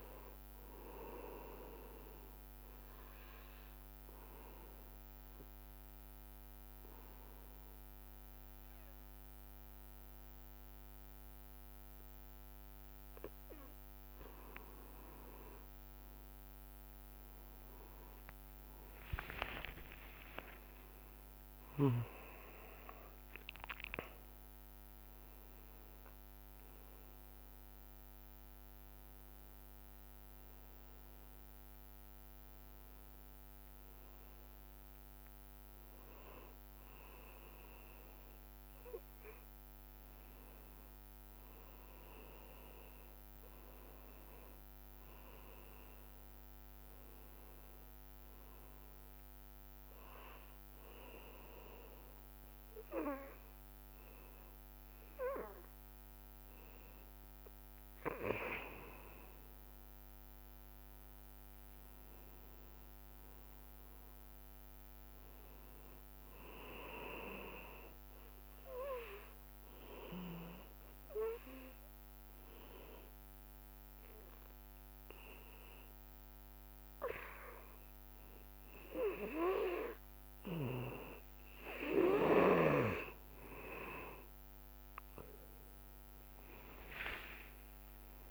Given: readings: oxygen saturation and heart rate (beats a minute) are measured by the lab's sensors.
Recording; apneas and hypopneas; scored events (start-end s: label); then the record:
breathing in sleep by a microphone on the trachea; 3
4.00-14.50 s: obstructive apnea (oxygen 99% before, 93% lowest, heart rate 63 before, 63 extreme, up 17 after)
16.00-21.00 s: arousal
20.00-22.00 s: long interval between heartbeats (device-marked, heart rate 63 before, 72 extreme)
22.50-40.50 s: oxygen desaturation (device-marked, oxygen 97% before, 93% lowest, heart rate 65 before, 59 extreme)
43.50-47.00 s: arousal
49.50-59.50 s: obstructive apnea (oxygen 99% before, 92% lowest, heart rate 65 before, 59 extreme, up 7 after)
61.50-65.00 s: arousal
63.50-78.50 s: oxygen desaturation (device-marked, oxygen 98% before, 94% lowest, heart rate 61 before, 56 extreme)
70.50-83.00 s: obstructive apnea (oxygen 99% before, 92% lowest, heart rate 61 before, 56 extreme, up 18 after)
85.00-88.31 s: arousal
85.50-88.31 s: new sleep stage, N1 (lightest sleep)
From the record:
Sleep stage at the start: N2 (light sleep); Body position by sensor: on the back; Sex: male